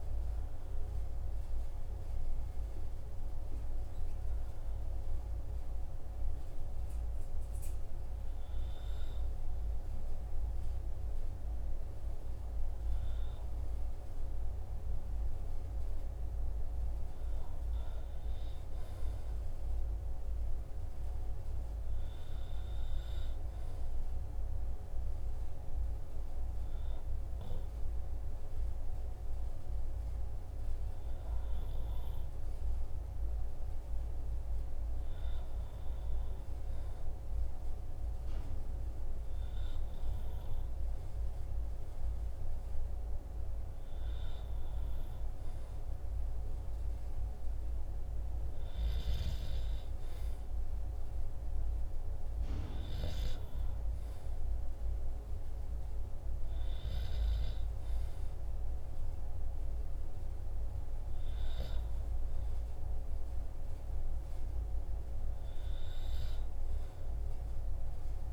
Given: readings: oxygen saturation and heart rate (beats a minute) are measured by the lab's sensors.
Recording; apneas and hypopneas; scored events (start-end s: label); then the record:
breathing in sleep, hard to hear, by a room microphone; none
none scored
From the record:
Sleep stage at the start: N2 (light sleep); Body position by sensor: on the back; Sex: male